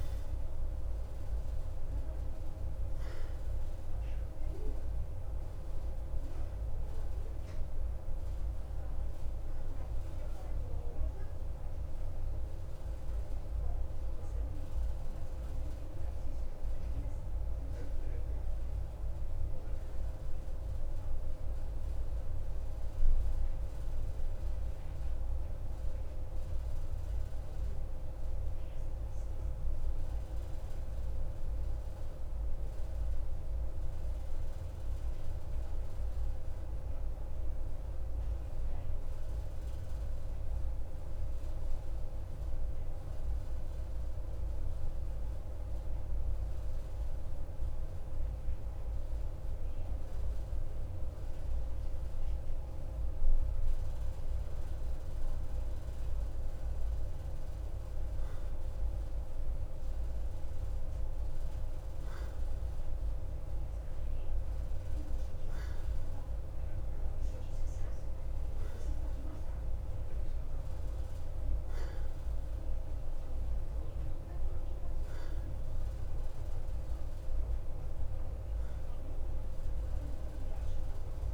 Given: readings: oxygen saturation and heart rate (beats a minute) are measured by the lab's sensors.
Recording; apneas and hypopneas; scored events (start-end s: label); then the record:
breathing in sleep, hard to hear, by a room microphone; 1
22.00-43.50 s: central apnea (oxygen 93% before, 90% lowest, heart rate 55 before, 53 extreme, up 1 after)
46.50-51.00 s: arousal
55.50-67.50 s: oxygen desaturation (device-marked, oxygen 96% before, 92% lowest, heart rate 54 before, 53 extreme)
From the record:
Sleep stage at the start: N2 (light sleep); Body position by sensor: on the right side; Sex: male